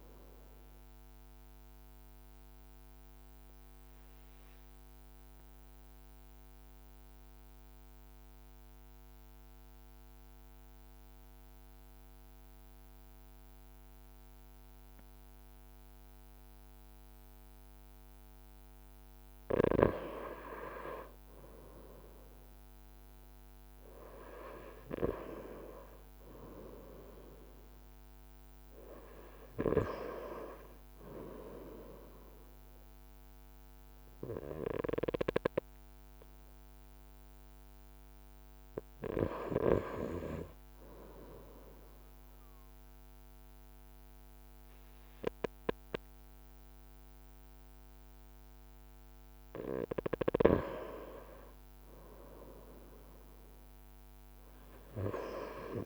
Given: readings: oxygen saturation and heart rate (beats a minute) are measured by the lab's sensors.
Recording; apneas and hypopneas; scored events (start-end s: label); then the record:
breathing in sleep by a microphone on the trachea; 2
0.50-17.50 s: obstructive apnea (oxygen 96% before, 93% lowest, heart rate 59 before, 54 extreme, up 2 after)
21.00-24.00 s: arousal
38.50-48.50 s: obstructive apnea (oxygen 97% before, 94% lowest, heart rate 56 before, 54 extreme, up 1 after)
51.50-53.50 s: leg movement (device-marked)
51.50-55.00 s: arousal
From the record:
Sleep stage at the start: N2 (light sleep); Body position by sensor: on the front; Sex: male